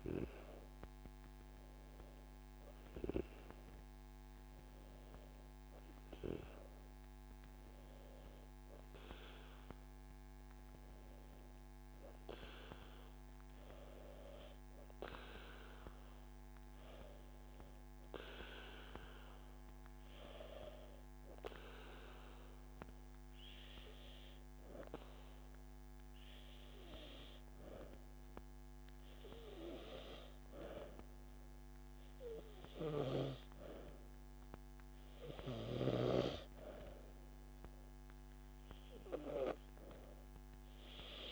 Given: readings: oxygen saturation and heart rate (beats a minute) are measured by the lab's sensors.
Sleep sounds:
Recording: breathing in sleep by a microphone on the trachea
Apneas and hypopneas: none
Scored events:
none scored
From the record:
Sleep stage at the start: N2 (light sleep)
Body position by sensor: on the back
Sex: female

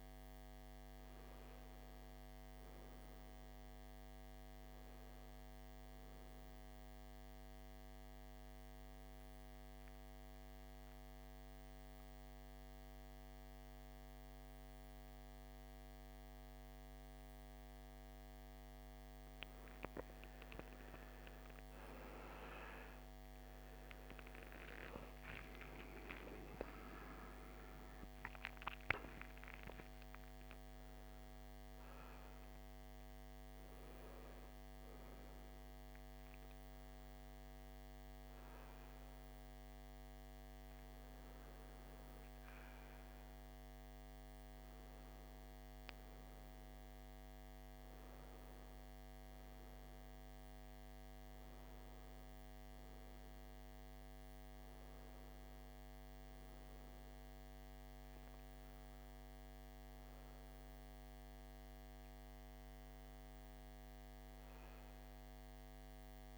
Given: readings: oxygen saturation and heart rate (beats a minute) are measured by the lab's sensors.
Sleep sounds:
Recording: a person partly awake in a sleep study, hard to hear, by a microphone on the trachea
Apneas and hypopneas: 1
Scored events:
1.50-66.37 s: new sleep stage, N1 (lightest sleep)
9.50-19.50 s: central apnea (oxygen 99% before, 87% lowest, heart rate 61 before, 60 extreme, up 15 after)
12.50-43.50 s: oxygen desaturation (device-marked, oxygen 98% before, 87% lowest, heart rate 60 before, 60 extreme)
23.50-28.50 s: arousal
62.00-66.37 s: arousal
From the record:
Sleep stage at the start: awake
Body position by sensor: on the back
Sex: male

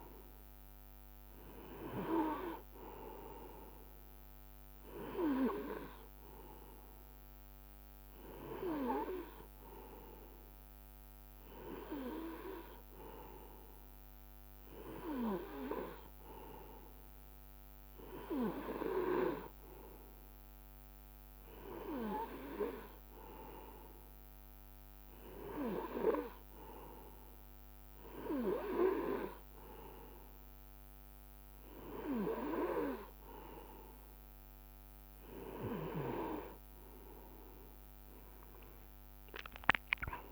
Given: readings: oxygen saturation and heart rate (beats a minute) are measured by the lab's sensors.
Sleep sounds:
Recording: breathing in sleep by a microphone on the trachea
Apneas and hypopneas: none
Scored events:
none scored
From the record:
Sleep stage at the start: N2 (light sleep)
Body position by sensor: on the right side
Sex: male

